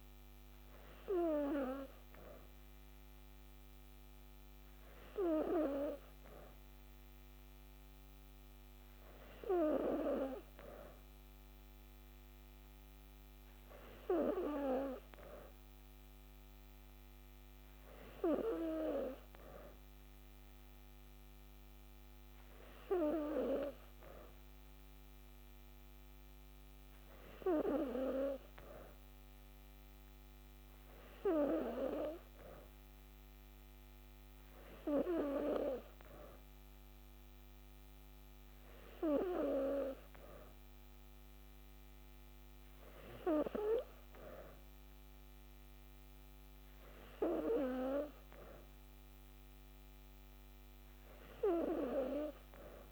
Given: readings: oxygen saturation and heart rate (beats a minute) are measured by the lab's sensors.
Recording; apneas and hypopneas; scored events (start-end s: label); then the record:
breathing in sleep by a microphone on the trachea; none
none scored
From the record:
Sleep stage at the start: N2 (light sleep); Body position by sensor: on the back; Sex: female